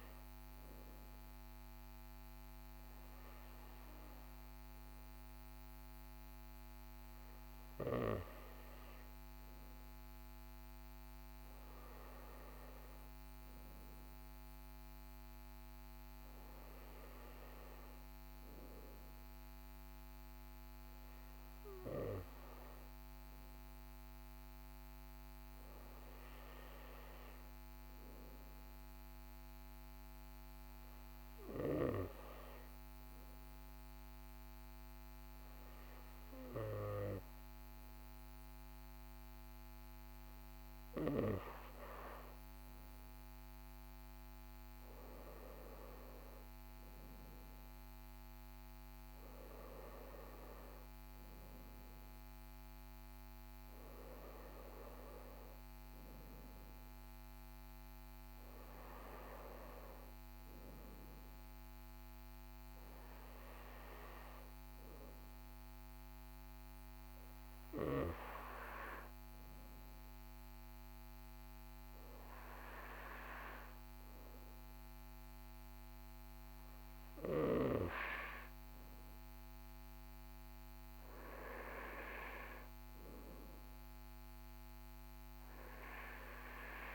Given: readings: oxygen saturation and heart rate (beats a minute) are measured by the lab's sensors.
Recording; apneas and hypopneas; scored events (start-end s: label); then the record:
breathing in sleep by a microphone on the trachea; none
5.00-86.94 s: new sleep stage, N2 (light sleep)
From the record:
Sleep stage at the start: N1 (lightest sleep); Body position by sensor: on the right side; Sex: male